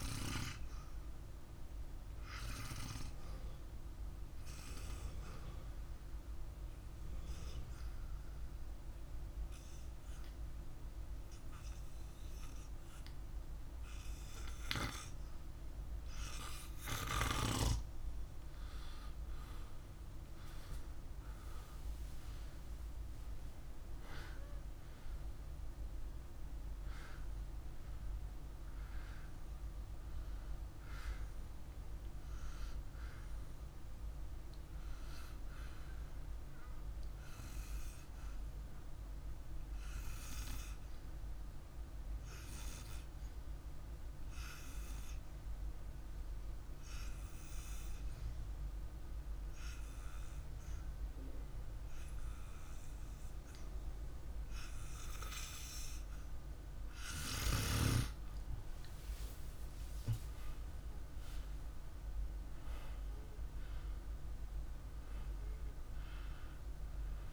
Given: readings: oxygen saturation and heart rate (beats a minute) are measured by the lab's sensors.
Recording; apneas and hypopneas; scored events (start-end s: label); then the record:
breathing in sleep by a room microphone; 2
7.00-18.00 s: obstructive apnea (oxygen 98% before, 95% lowest, heart rate 50 before, 47 extreme, up 4 after)
20.00-24.00 s: arousal
42.00-57.00 s: hypopnea (oxygen 97% before, 93% lowest, heart rate 51 before, 48 extreme, up 4 after)
59.00-62.50 s: arousal
From the record:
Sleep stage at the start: N2 (light sleep); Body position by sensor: on the back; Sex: male